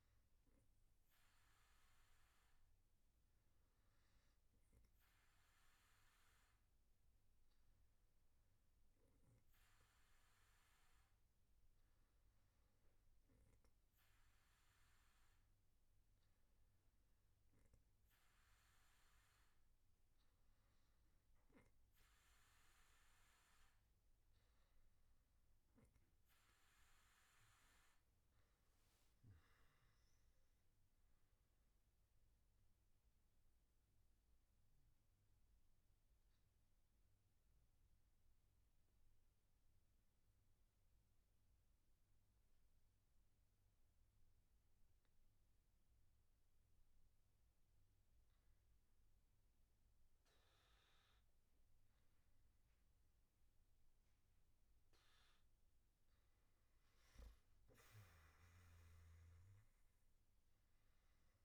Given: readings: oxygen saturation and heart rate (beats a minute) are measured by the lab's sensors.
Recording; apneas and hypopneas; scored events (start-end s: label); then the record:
breathing in sleep, hard to hear, by a room microphone; none
40.50-61.45 s: new sleep stage, N1 (lightest sleep)
From the record:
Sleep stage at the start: N3 (deep sleep); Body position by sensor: on the back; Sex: male